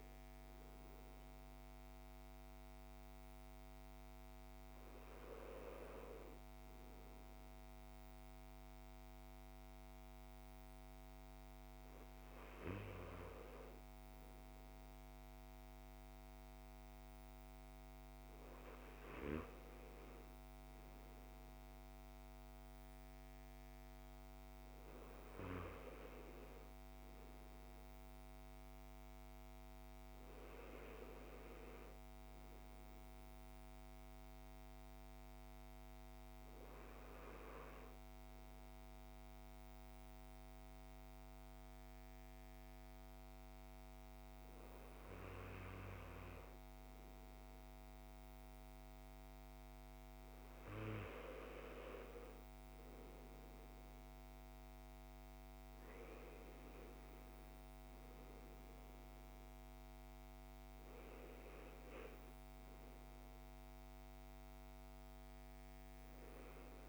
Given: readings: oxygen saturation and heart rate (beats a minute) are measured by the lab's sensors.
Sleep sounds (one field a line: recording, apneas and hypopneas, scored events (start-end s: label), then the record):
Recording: breathing in sleep by a microphone on the trachea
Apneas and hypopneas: 1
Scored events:
28.50-32.00 s: arousal
35.50-50.00 s: hypopnea (oxygen 96% before, 94% lowest, heart rate 61 before, 59 extreme, up 3 after)
54.00-58.00 s: arousal
From the record:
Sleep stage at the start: N1 (lightest sleep)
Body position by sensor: on the back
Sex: male